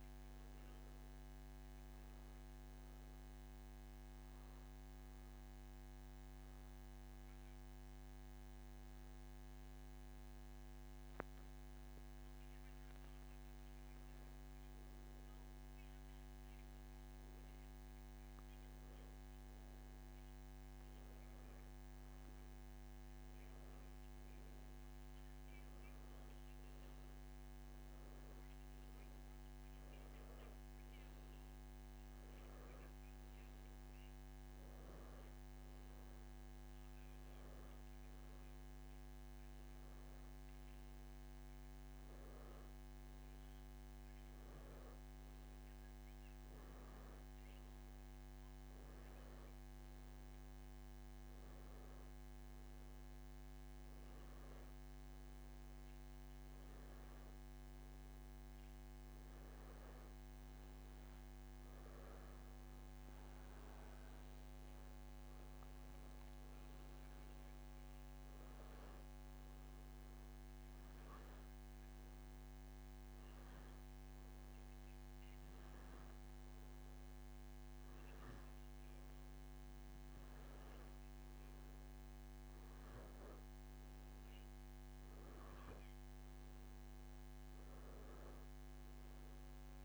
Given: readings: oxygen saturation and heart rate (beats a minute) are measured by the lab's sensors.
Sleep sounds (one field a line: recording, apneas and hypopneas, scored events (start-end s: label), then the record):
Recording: breathing in sleep, hard to hear, by a microphone on the trachea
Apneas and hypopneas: 1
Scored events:
1.00-12.00 s: oxygen desaturation (device-marked, oxygen 97% before, 90% lowest, heart rate 90 before, 85 extreme)
4.00-16.00 s: hypopnea (oxygen 97% before, 90% lowest, heart rate 89 before, 85 extreme, up 3 after)
17.50-21.00 s: arousal
From the record:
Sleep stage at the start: N2 (light sleep)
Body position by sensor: on the back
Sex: male